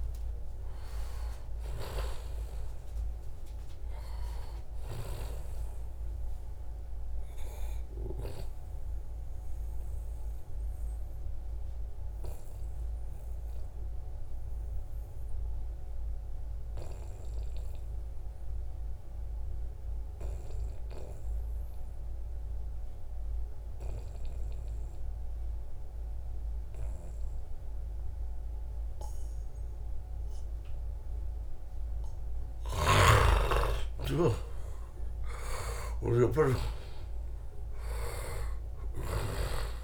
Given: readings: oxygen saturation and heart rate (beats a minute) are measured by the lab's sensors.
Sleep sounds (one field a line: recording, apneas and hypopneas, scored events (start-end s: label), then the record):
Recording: breathing in sleep by a room microphone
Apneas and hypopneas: 1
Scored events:
10.00-32.00 s: obstructive apnea (oxygen 97% before, 88% lowest, heart rate 75 before, 69 extreme, up 4 after)
27.00-39.84 s: oxygen desaturation (device-marked, oxygen 95% before, 88% lowest, heart rate 74 before, 66 extreme)
32.00-39.00 s: snoring (device-marked)
33.00-36.50 s: arousal
From the record:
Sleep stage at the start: N2 (light sleep)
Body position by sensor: on the back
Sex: male